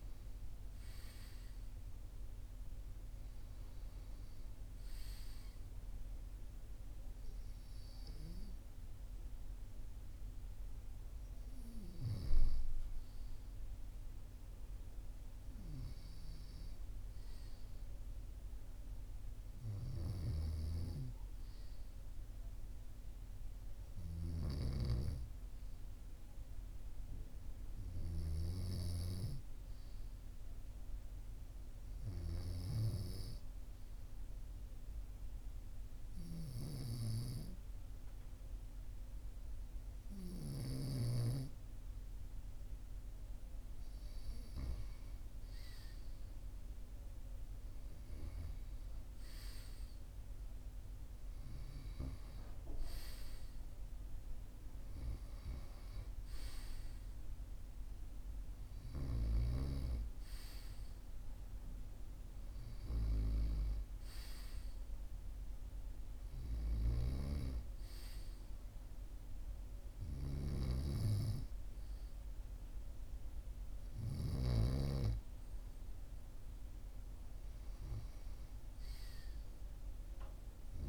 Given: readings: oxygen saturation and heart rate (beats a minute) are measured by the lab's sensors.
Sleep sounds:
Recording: breathing in sleep by a room microphone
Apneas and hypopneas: 1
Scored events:
31.00-42.50 s: hypopnea (oxygen 98% before, 96% lowest, heart rate 44 before, 43 extreme, up 2 after)
44.50-48.50 s: arousal
75.00-79.00 s: arousal
From the record:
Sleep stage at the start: N2 (light sleep)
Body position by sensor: on the right side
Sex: male

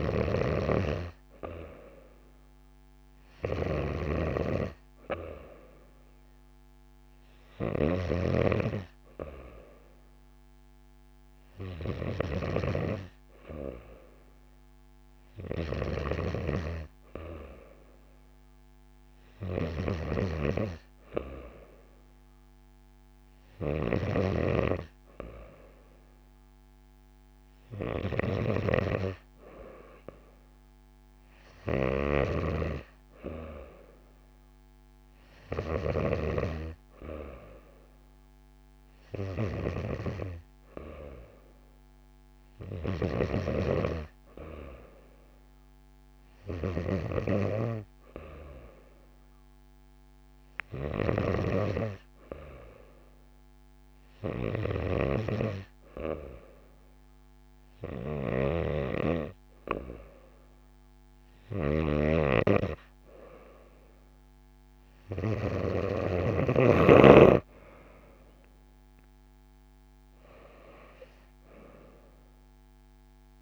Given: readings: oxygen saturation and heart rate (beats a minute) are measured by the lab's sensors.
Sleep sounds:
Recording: breathing in sleep by a microphone on the trachea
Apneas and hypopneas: none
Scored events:
0.00-36.50 s: snoring (device-marked)
50.50-66.50 s: snoring (device-marked)
From the record:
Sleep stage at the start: N2 (light sleep)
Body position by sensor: on the back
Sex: female

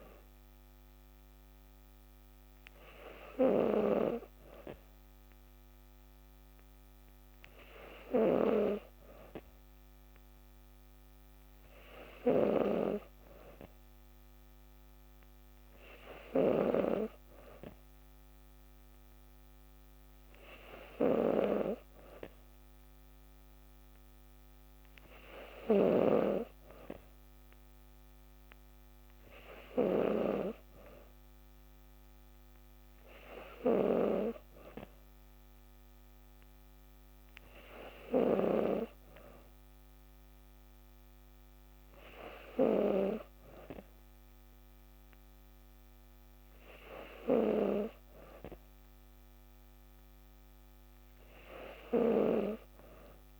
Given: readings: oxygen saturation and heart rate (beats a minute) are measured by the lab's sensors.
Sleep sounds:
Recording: breathing in sleep by a microphone on the trachea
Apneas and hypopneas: none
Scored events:
none scored
From the record:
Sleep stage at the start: N2 (light sleep)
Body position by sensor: on the back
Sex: female

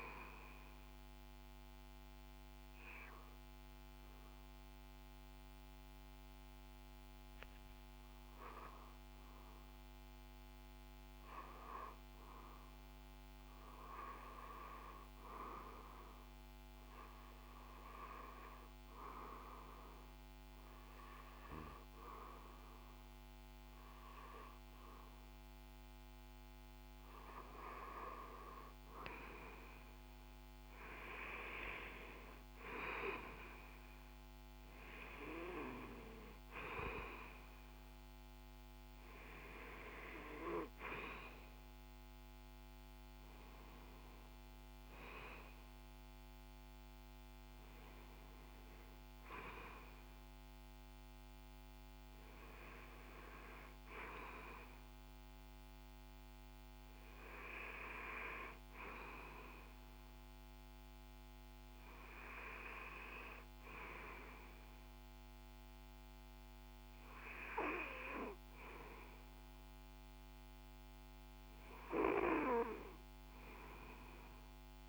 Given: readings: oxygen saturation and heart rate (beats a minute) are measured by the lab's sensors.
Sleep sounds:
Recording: breathing in sleep by a microphone on the trachea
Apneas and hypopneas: 1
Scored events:
0.00-9.50 s: oxygen desaturation (device-marked, oxygen 94% lowest, heart rate 60 extreme)
16.00-27.00 s: hypopnea (oxygen 97% before, 95% lowest, heart rate 62 before, 61 extreme, up 4 after)
30.50-35.00 s: arousal
From the record:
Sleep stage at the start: REM sleep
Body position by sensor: on the back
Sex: male

